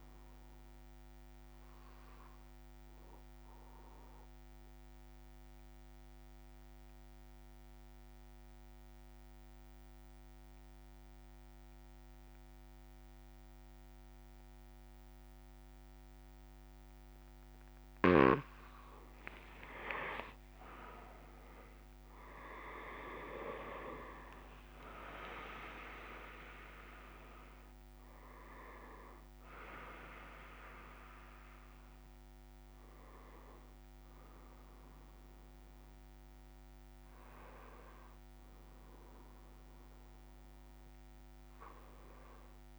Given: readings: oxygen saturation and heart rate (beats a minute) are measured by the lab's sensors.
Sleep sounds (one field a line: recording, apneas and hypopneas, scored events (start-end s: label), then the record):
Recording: breathing in sleep by a microphone on the trachea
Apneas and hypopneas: 1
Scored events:
0.00-10.00 s: oxygen desaturation (device-marked, oxygen 94% lowest)
1.00-18.00 s: obstructive apnea (oxygen 98% before, 94% lowest)
From the record:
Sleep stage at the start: N1 (lightest sleep)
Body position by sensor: on the back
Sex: male